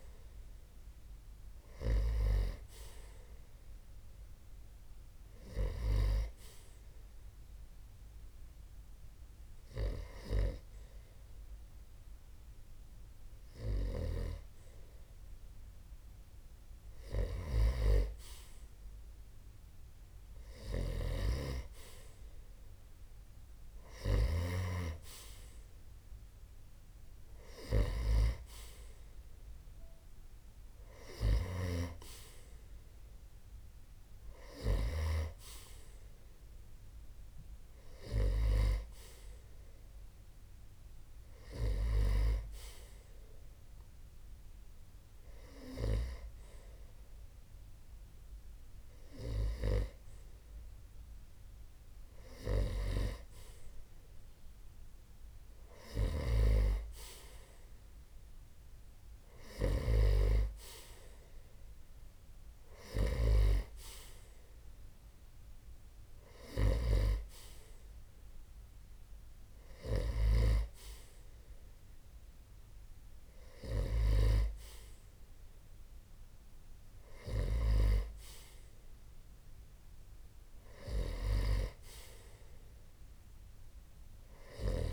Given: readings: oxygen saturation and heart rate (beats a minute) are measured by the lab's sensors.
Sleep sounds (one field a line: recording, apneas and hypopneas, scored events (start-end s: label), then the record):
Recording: breathing in sleep by a room microphone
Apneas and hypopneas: 1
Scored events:
0.00-11.50 s: oxygen desaturation (device-marked, oxygen 89% lowest)
5.00-17.50 s: hypopnea (oxygen 92% before, 89% lowest)
16.50-24.00 s: snoring (device-marked)
20.50-24.00 s: arousal
From the record:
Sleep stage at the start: N2 (light sleep)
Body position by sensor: on the right side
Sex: male